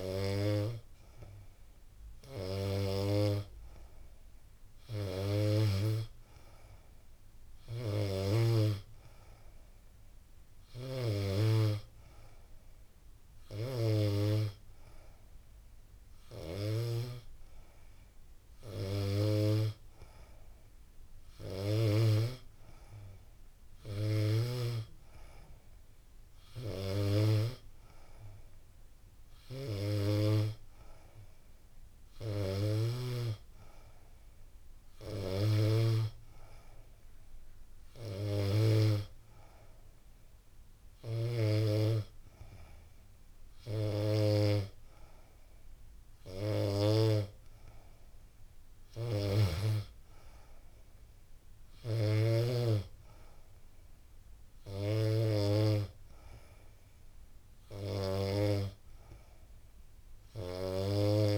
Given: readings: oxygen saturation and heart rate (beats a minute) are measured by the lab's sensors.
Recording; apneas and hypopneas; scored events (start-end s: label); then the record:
breathing in sleep by a room microphone; none
18.00-61.37 s: new sleep stage, N3 (deep sleep)
From the record:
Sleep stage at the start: N2 (light sleep); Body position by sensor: on the back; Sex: female